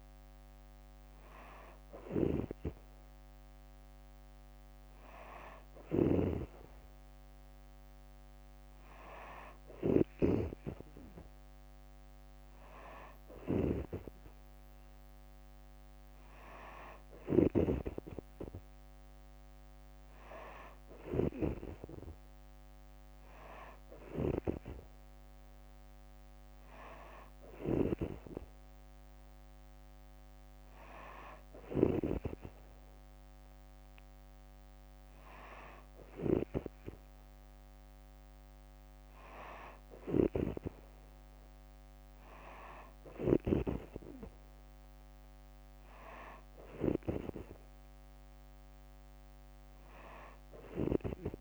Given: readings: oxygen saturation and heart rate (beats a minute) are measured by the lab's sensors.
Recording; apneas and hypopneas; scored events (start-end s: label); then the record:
breathing in sleep by a microphone on the trachea; none
1.50-51.41 s: snoring (device-marked)
From the record:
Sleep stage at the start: N2 (light sleep); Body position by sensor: on the back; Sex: female